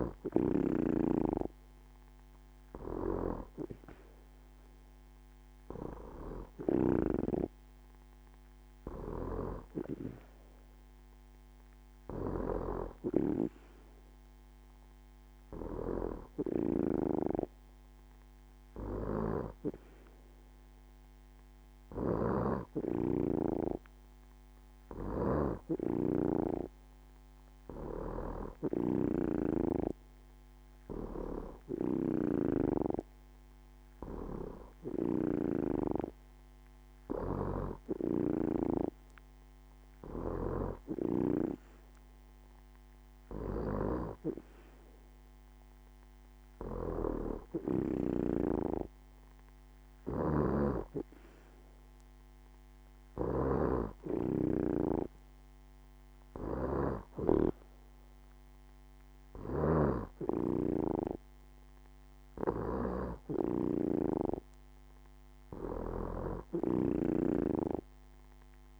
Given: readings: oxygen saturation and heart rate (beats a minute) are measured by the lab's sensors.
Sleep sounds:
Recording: breathing in sleep by a microphone on the trachea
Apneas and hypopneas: none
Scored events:
none scored
From the record:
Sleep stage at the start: N2 (light sleep)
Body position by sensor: on the back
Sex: female

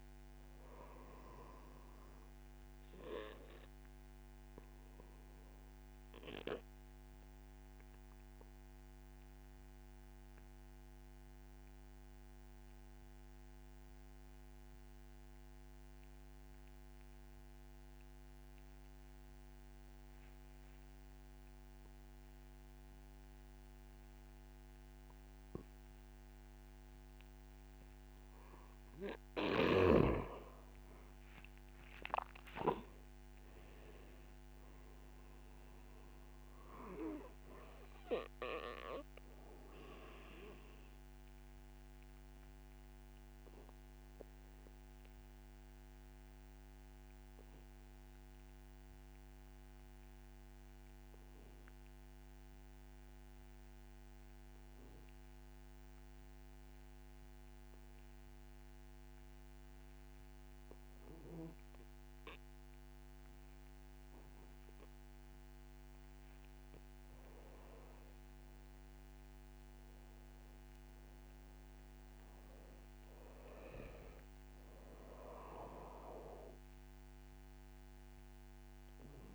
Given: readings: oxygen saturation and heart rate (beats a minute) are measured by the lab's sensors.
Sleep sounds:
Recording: breathing in sleep by a microphone on the trachea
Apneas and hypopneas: 2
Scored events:
0.00-17.00 s: oxygen desaturation (device-marked, oxygen 85% lowest, heart rate 52 extreme)
3.00-28.00 s: obstructive apnea (oxygen 97% before, 85% lowest, heart rate 61 before, 60 extreme, up 17 after)
28.00-52.00 s: oxygen desaturation (device-marked, oxygen 97% before, 86% lowest)
31.00-35.50 s: arousal
41.50-65.00 s: obstructive apnea (oxygen 97% before, 85% lowest)
65.00-79.35 s: oxygen desaturation (device-marked, oxygen 96% before, 85% lowest)
68.50-72.00 s: arousal
From the record:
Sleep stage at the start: N2 (light sleep)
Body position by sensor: on the back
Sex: male

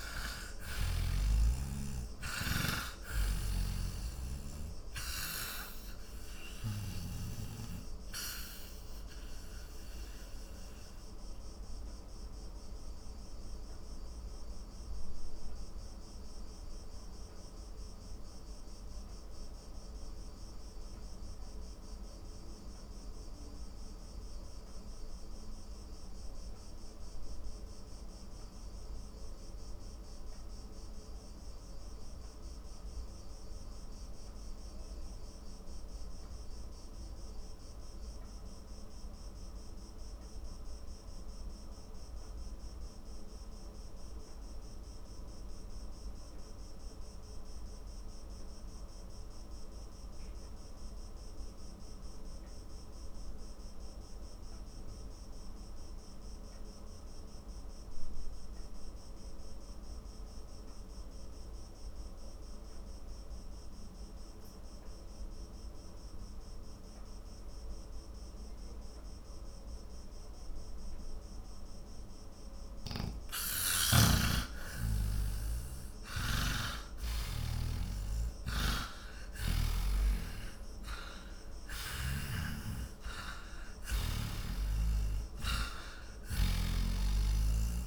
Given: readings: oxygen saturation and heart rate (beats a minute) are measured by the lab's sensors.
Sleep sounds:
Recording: breathing in sleep by a room microphone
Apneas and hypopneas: 1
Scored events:
0.00-41.00 s: oxygen desaturation (device-marked, oxygen 78% lowest, heart rate 43 extreme)
5.00-74.00 s: obstructive apnea (oxygen 97% before, 78% lowest, heart rate 64 before, 43 extreme, up 18 after)
64.00-87.87 s: oxygen desaturation (device-marked, oxygen 98% before, 90% lowest, heart rate 52 before, 44 extreme)
75.50-80.50 s: arousal
76.00-80.00 s: snoring (device-marked)
82.00-87.00 s: snoring (device-marked)
From the record:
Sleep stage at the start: N2 (light sleep)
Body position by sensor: on the back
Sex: male

